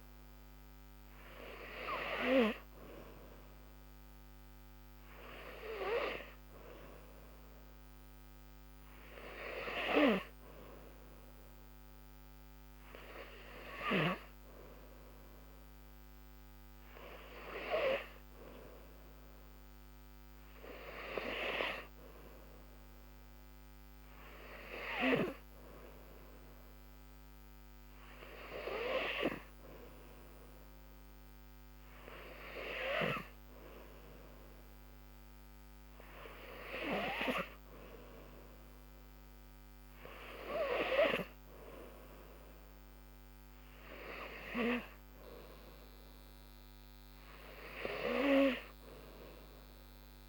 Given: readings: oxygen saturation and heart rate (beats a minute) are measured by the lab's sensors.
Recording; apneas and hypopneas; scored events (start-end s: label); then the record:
breathing in sleep by a microphone on the trachea; none
none scored
From the record:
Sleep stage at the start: N2 (light sleep); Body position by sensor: on the back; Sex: female